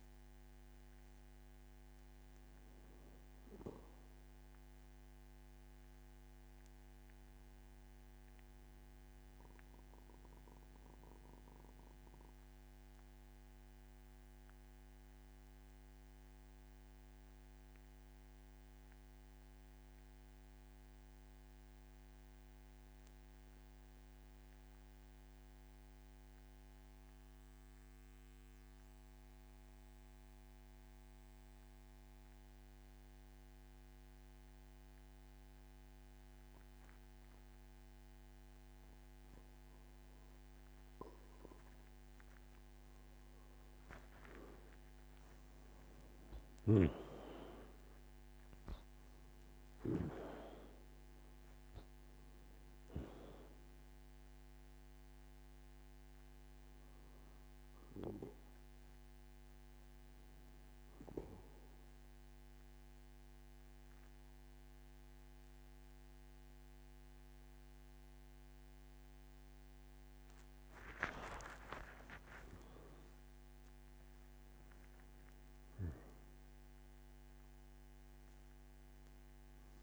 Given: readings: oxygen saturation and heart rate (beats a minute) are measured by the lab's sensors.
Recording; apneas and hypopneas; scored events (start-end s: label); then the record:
breathing in sleep by a microphone on the trachea; 1
0.00-14.50 s: oxygen desaturation (device-marked, oxygen 93% lowest, heart rate 50 extreme)
6.00-38.50 s: mixed apnea (oxygen 99% before, 85% lowest, heart rate 63 before, 50 extreme, up 23 after)
29.50-76.50 s: oxygen desaturation (device-marked, oxygen 98% before, 85% lowest, heart rate 52 before, 54 extreme)
38.50-79.83 s: new sleep stage, N1 (lightest sleep)
40.00-44.50 s: arousal
45.50-47.50 s: long interval between heartbeats (device-marked, heart rate 55 before, 76 extreme)
49.50-51.50 s: long interval between heartbeats (device-marked, heart rate 60 before, 100 extreme)
70.50-72.50 s: long interval between heartbeats (device-marked, heart rate 70 before, 66 extreme)
71.00-75.50 s: arousal
71.50-75.50 s: tachycardia (device-marked, heart rate 57 before, 108 extreme)
72.50-74.50 s: long interval between heartbeats (device-marked, heart rate 67 before, 88 extreme)
75.00-77.00 s: long interval between heartbeats (device-marked, heart rate 66 before, 108 extreme)
From the record:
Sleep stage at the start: N2 (light sleep); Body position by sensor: on the back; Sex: male